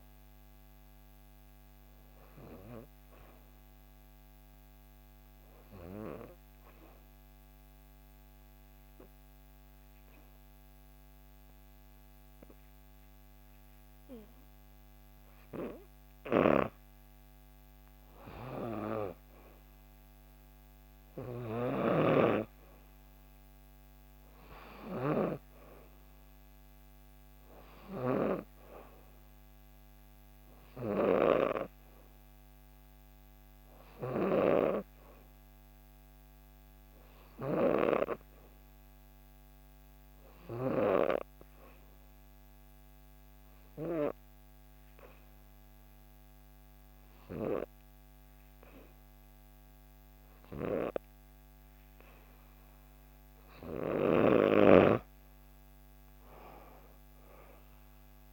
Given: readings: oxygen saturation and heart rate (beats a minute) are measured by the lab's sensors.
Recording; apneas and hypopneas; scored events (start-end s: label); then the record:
breathing in sleep by a microphone on the trachea; 2
0.00-4.00 s: oxygen desaturation (device-marked, oxygen 93% lowest, heart rate 60 extreme)
3.50-17.00 s: obstructive apnea (oxygen 97% before, 91% lowest, heart rate 62 before, 60 extreme, up 3 after)
18.50-22.00 s: arousal
21.00-37.00 s: oxygen desaturation (device-marked, oxygen 96% before, 91% lowest, heart rate 61 before, 60 extreme)
41.50-54.00 s: obstructive apnea (oxygen 96% before, 91% lowest, heart rate 61 before, 60 extreme, up 4 after)
55.00-58.33 s: arousal
56.00-58.33 s: oxygen desaturation (device-marked, oxygen 95% before, 91% lowest, heart rate 62 before, 60 extreme)
From the record:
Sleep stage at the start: N2 (light sleep); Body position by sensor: on the back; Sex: female